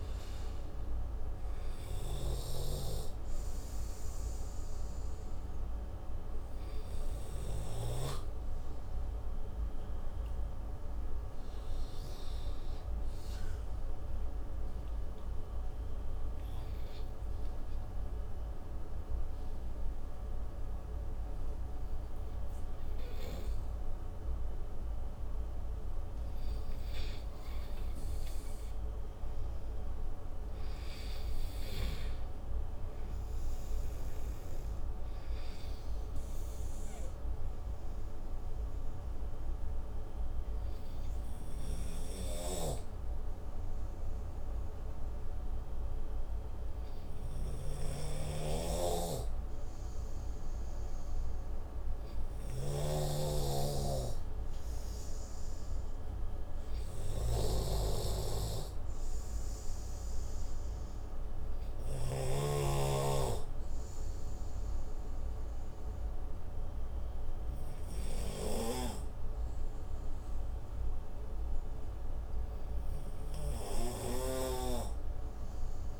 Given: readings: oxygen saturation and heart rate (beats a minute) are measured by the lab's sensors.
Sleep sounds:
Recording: breathing in sleep by a room microphone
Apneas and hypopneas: 2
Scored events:
0.00-19.00 s: oxygen desaturation (device-marked, oxygen 87% lowest)
16.50-27.00 s: obstructive apnea (oxygen 97% before, 91% lowest)
29.50-32.50 s: arousal
35.00-49.00 s: oxygen desaturation (device-marked, oxygen 97% before, 91% lowest)
37.50-50.50 s: obstructive apnea (oxygen 97% before, 91% lowest)
49.00-54.50 s: snoring (device-marked)
52.00-55.00 s: arousal
54.00-65.00 s: oxygen desaturation (device-marked, oxygen 96% before, 92% lowest, heart rate 52 before, 35 extreme)
70.00-76.00 s: new sleep stage, N3 (deep sleep)
From the record:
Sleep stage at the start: N2 (light sleep)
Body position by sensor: on the right side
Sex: male

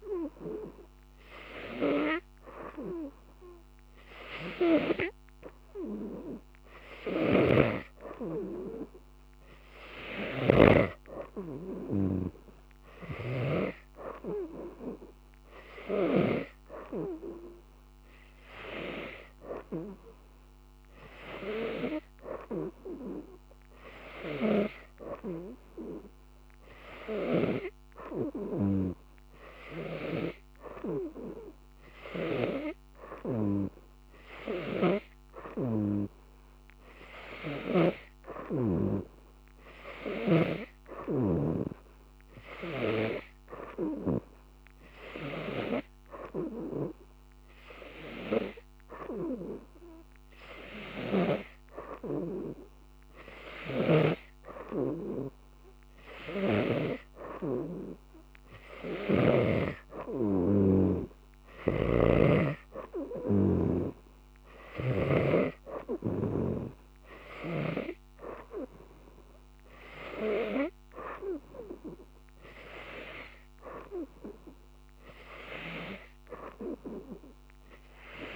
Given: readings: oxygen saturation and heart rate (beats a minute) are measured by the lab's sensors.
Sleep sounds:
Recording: breathing in sleep by a microphone on the trachea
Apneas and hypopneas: none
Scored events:
7.00-11.00 s: snoring (device-marked)
13.00-30.00 s: oxygen desaturation (device-marked, oxygen 93% before, 88% lowest, heart rate 88 before, 87 extreme)
53.50-59.50 s: snoring (device-marked)
61.50-68.00 s: snoring (device-marked)
From the record:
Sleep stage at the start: N2 (light sleep)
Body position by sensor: on the right side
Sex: female

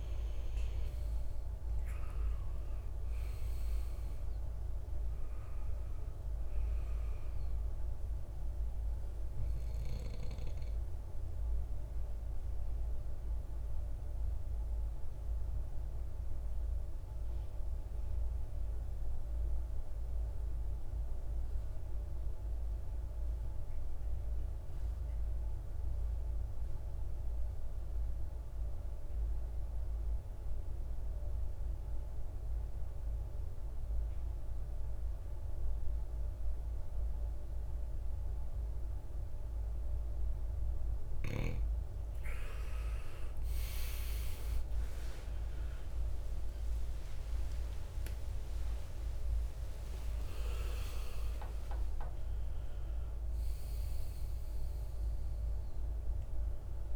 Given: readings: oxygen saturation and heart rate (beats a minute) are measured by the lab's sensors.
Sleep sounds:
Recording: breathing in sleep, hard to hear, by a room microphone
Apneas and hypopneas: 1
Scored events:
0.00-1.50 s: arousal
0.00-1.50 s: oxygen desaturation (device-marked, oxygen 93% lowest, heart rate 53 extreme)
12.00-39.50 s: obstructive apnea (oxygen 96% before, 87% lowest, heart rate 64 before, 53 extreme, up 34 after)
40.50-56.96 s: oxygen desaturation (device-marked, oxygen 97% before, 87% lowest, heart rate 56 before, 53 extreme)
44.00-49.50 s: arousal
From the record:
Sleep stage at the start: N2 (light sleep)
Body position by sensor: on the right side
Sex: male

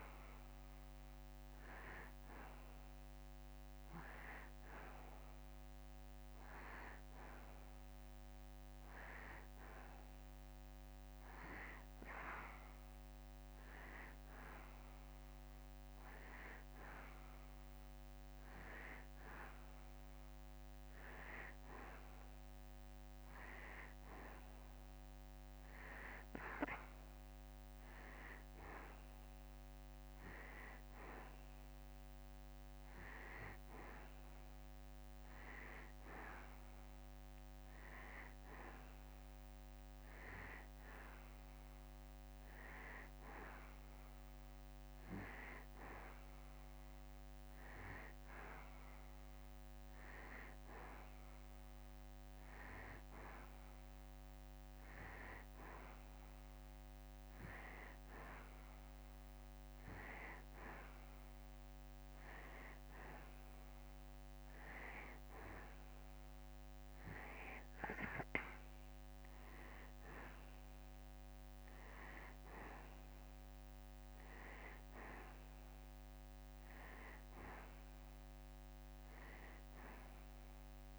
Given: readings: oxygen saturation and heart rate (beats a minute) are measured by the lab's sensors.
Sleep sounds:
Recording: breathing in sleep by a microphone on the trachea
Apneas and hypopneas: none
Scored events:
none scored
From the record:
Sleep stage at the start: N2 (light sleep)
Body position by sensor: on the back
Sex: male

